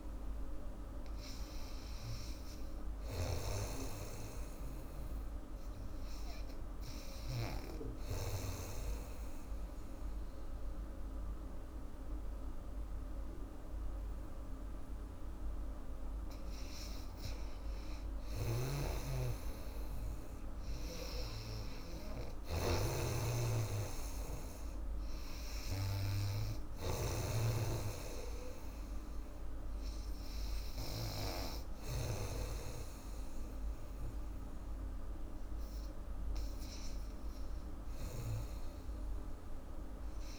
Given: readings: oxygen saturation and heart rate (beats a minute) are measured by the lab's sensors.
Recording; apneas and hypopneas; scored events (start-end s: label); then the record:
breathing in sleep by a room microphone; 1
0.00-1.50 s: arousal
3.00-8.50 s: snoring (device-marked)
4.50-17.00 s: hypopnea (oxygen 97% before, 92% lowest, heart rate 83 before, 73 extreme, up 12 after)
18.00-32.00 s: snoring (device-marked)
19.00-23.50 s: arousal
29.50-35.50 s: oxygen desaturation (device-marked, oxygen 96% before, 92% lowest, heart rate 80 before, 79 extreme)
From the record:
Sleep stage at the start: N2 (light sleep); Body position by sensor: on the back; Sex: female